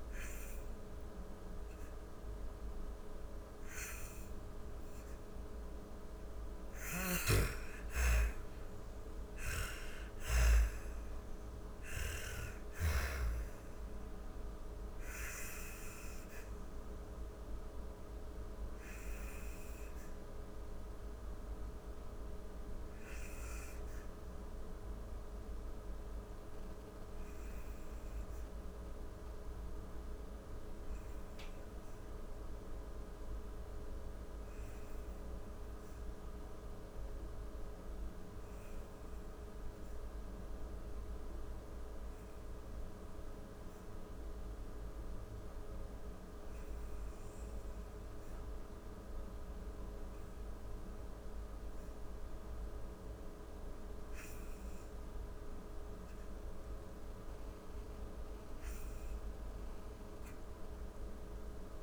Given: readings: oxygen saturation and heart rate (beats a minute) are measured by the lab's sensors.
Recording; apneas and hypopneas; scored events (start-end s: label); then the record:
breathing in sleep, hard to hear, by a room microphone; 1
0.00-28.50 s: oxygen desaturation (device-marked, oxygen 88% lowest, heart rate 30 extreme)
5.00-11.50 s: snoring (device-marked)
21.50-50.00 s: hypopnea (oxygen 98% before, 85% lowest, heart rate 95 before, 30 extreme, up 41 after)
48.50-61.83 s: oxygen desaturation (device-marked, oxygen 98% before, 85% lowest, heart rate 44 before, 45 extreme)
60.50-61.83 s: arousal
From the record:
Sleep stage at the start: N2 (light sleep); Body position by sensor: on the back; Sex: female